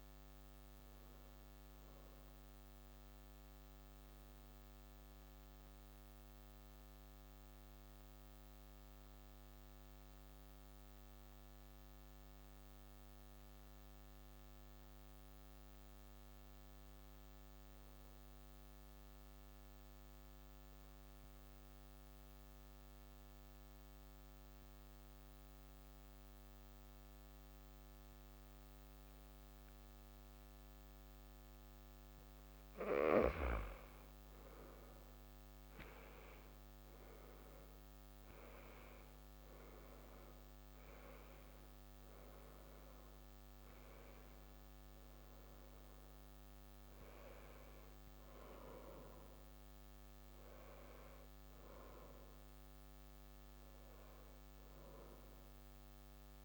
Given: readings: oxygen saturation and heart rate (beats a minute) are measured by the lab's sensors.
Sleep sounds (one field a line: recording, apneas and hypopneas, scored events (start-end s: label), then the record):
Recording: breathing in sleep, hard to hear, by a microphone on the trachea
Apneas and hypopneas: 1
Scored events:
6.00-32.50 s: mixed apnea (oxygen 97% before, 90% lowest)
33.00-56.45 s: oxygen desaturation (device-marked, oxygen 97% before, 90% lowest, heart rate 67 before, 127 extreme)
34.50-40.00 s: arousal
From the record:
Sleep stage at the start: N2 (light sleep)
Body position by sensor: on the back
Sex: male